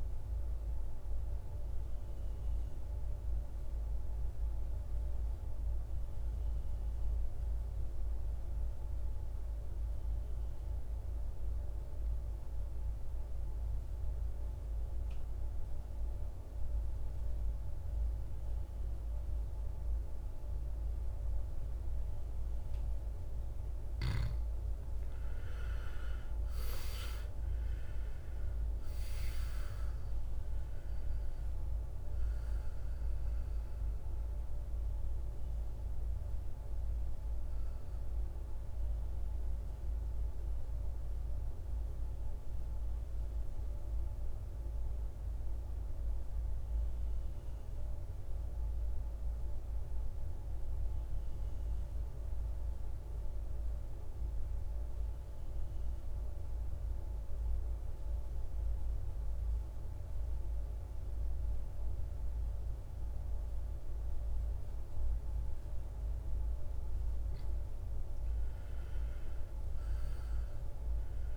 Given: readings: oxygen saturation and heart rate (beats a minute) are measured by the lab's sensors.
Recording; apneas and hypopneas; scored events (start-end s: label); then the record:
breathing in sleep, hard to hear, by a room microphone; 2
0.00-11.00 s: oxygen desaturation (device-marked, oxygen 90% lowest, heart rate 54 extreme)
1.00-24.50 s: mixed apnea (oxygen 97% before, 83% lowest, heart rate 61 before, 55 extreme, up 14 after)
24.00-50.00 s: oxygen desaturation (device-marked, oxygen 97% before, 83% lowest, heart rate 57 before, 53 extreme)
27.00-32.00 s: arousal
45.50-67.00 s: mixed apnea (oxygen 97% before, 86% lowest, heart rate 65 before, 53 extreme, up 15 after)
68.00-71.37 s: oxygen desaturation (device-marked, oxygen 98% before, 86% lowest, heart rate 54 before, 55 extreme)
68.50-71.37 s: arousal
From the record:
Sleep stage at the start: N2 (light sleep); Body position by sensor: on the back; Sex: male